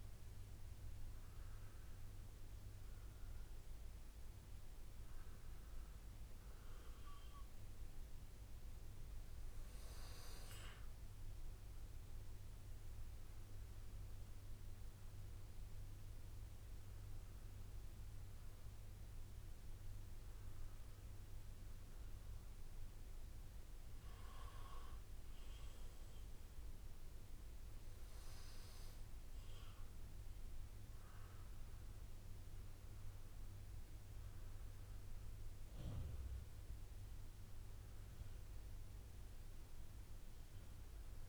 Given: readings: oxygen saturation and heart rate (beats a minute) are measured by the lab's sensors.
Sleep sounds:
breathing in sleep, hard to hear, by a room microphone; none
none scored
From the record:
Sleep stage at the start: N2 (light sleep); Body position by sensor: on the right side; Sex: male

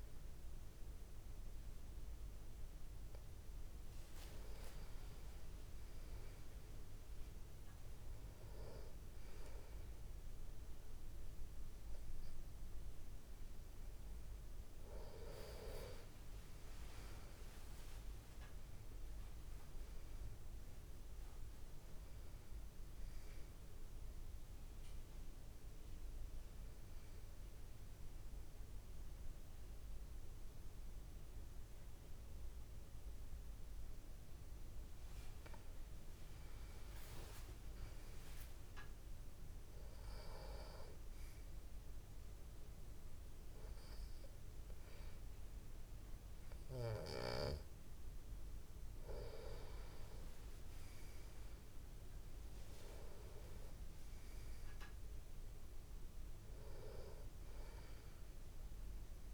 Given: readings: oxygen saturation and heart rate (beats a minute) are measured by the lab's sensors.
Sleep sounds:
breathing in sleep by a room microphone; 1
7.50-16.50 s: tachycardia (device-marked)
19.00-22.50 s: arousal
26.00-36.00 s: obstructive apnea (oxygen 96% before, 93% lowest, heart rate 97 before, 36 extreme)
38.00-41.50 s: arousal
42.50-58.50 s: oxygen desaturation (device-marked, oxygen 97% before, 93% lowest, heart rate 54 before, 54 extreme)
From the record:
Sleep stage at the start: N2 (light sleep); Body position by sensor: on the back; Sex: male

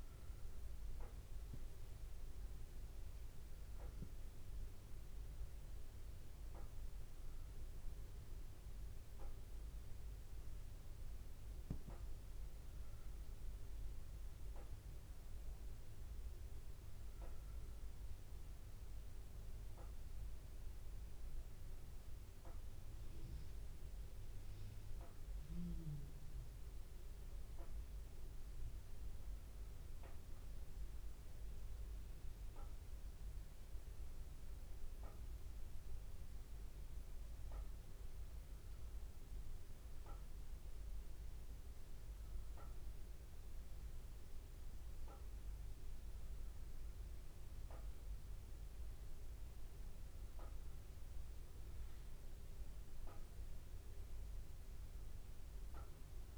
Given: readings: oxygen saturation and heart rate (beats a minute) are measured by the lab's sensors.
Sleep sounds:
breathing in sleep, hard to hear, by a room microphone; none
none scored
From the record:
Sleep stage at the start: N2 (light sleep); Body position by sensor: on the back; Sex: male

